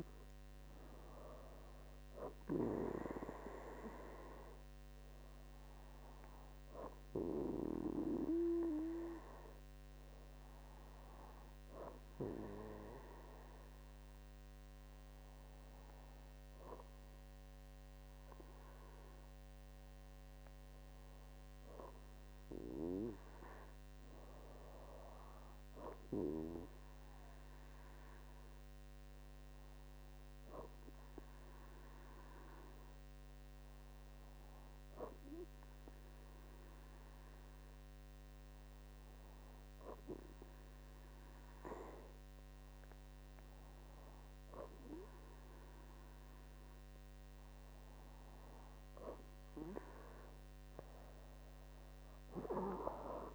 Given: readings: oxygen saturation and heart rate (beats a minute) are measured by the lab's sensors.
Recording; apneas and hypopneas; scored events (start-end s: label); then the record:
breathing in sleep by a microphone on the trachea; 2
5.00-20.50 s: hypopnea (oxygen 98% before, 95% lowest, heart rate 68 before, 65 extreme, up 5 after)
22.50-27.00 s: arousal
31.50-48.00 s: hypopnea (oxygen 98% before, 95% lowest, heart rate 68 before, 66 extreme, up 7 after)
51.00-53.35 s: arousal
From the record:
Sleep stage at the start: N2 (light sleep); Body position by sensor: on the back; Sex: female